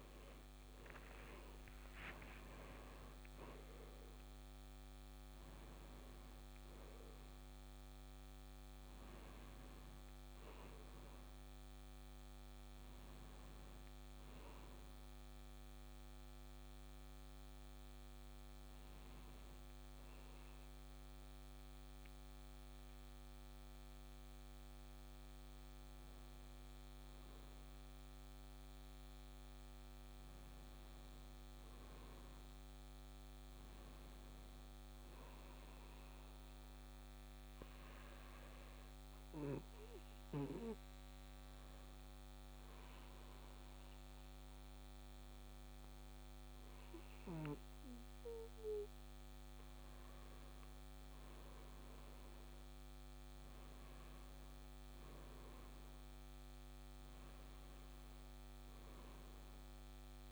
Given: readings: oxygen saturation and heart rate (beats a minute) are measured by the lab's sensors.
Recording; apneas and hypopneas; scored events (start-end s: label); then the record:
breathing in sleep, hard to hear, by a microphone on the trachea; 2
0.00-2.50 s: arousal
0.00-10.50 s: oxygen desaturation (device-marked, oxygen 95% lowest, heart rate 61 extreme)
16.50-26.50 s: hypopnea (oxygen 99% before, 95% lowest, heart rate 67 before, 61 extreme, up 4 after)
28.00-32.00 s: arousal
36.50-48.00 s: hypopnea (oxygen 97% before, 95% lowest, heart rate 63 before, 61 extreme, up 2 after)
48.50-53.50 s: arousal
48.50-60.32 s: new sleep stage, N2 (light sleep)
From the record:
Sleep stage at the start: N1 (lightest sleep); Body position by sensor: on the right side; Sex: male